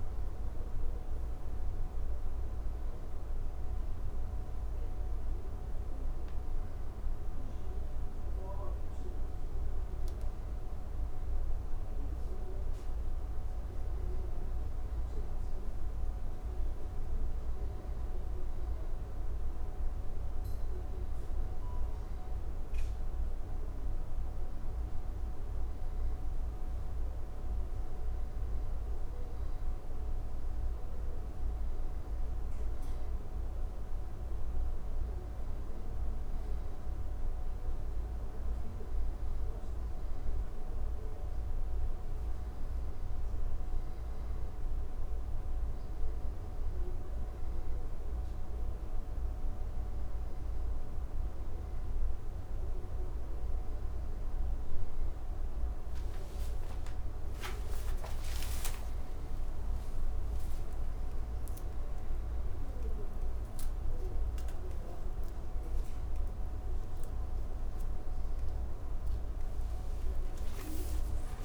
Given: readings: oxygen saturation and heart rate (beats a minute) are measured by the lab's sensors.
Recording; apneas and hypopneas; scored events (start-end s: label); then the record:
breathing in sleep, hard to hear, by a room microphone; none
54.50-71.45 s: new sleep stage, awake
From the record:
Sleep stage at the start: N2 (light sleep); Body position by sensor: on the back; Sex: male